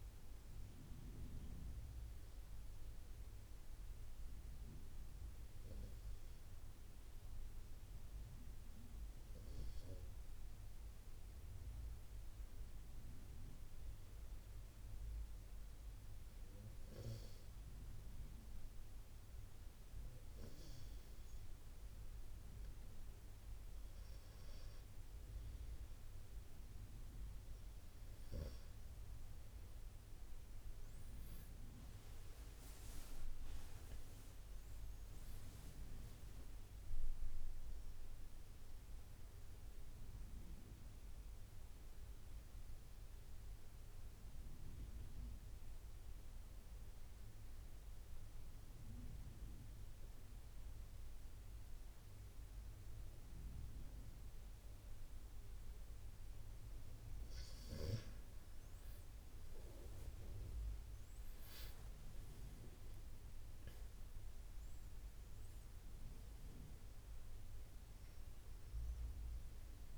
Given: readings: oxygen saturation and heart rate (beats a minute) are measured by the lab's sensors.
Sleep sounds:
breathing in sleep, hard to hear, by a room microphone; 1
0.00-13.50 s: oxygen desaturation (device-marked, oxygen 94% lowest, heart rate 75 extreme)
31.00-35.50 s: arousal
39.50-56.50 s: obstructive apnea (oxygen 95% before, 93% lowest, heart rate 83 before, 66 extreme, up 20 after)
59.00-64.00 s: arousal
65.50-69.98 s: oxygen desaturation (device-marked, oxygen 97% before, 93% lowest, heart rate 78 before, 62 extreme)
From the record:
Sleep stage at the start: N2 (light sleep); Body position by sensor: on the right side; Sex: male

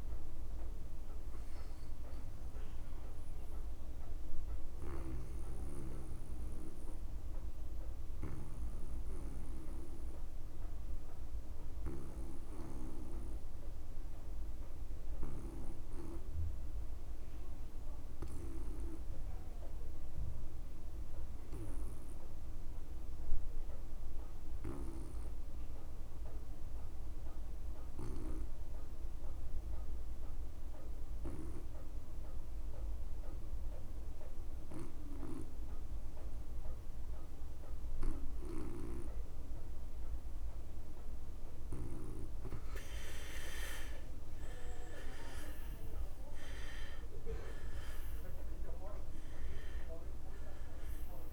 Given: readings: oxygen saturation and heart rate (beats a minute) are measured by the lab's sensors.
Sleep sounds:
breathing in sleep by a room microphone; 1
0.00-20.00 s: oxygen desaturation (device-marked, oxygen 84% lowest)
5.00-42.00 s: obstructive apnea (oxygen 98% before, 77% lowest)
20.50-22.50 s: long interval between heartbeats (device-marked)
26.00-51.33 s: oxygen desaturation (device-marked, oxygen 98% before, 77% lowest)
27.50-29.50 s: long interval between heartbeats (device-marked)
42.00-44.00 s: long interval between heartbeats (device-marked)
43.50-46.00 s: arousal
From the record:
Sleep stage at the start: N2 (light sleep); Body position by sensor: on the back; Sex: male

